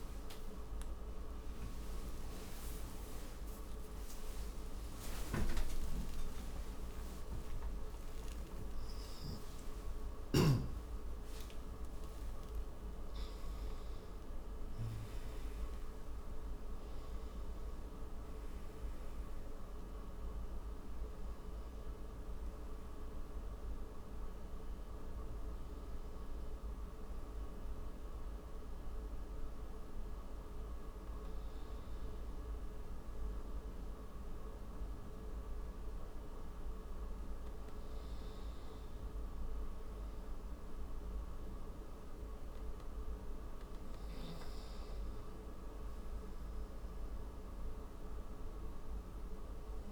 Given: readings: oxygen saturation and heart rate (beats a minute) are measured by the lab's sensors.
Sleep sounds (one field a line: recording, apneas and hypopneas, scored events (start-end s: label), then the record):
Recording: a person partly awake in a sleep study, hard to hear, by a room microphone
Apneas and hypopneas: none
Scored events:
0.00-10.50 s: tachycardia (device-marked, heart rate 179 extreme)
0.00-12.50 s: oxygen desaturation (device-marked, oxygen 89% lowest)
14.50-49.92 s: new sleep stage, N2 (light sleep)
From the record:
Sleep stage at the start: awake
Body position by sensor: on the right side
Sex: male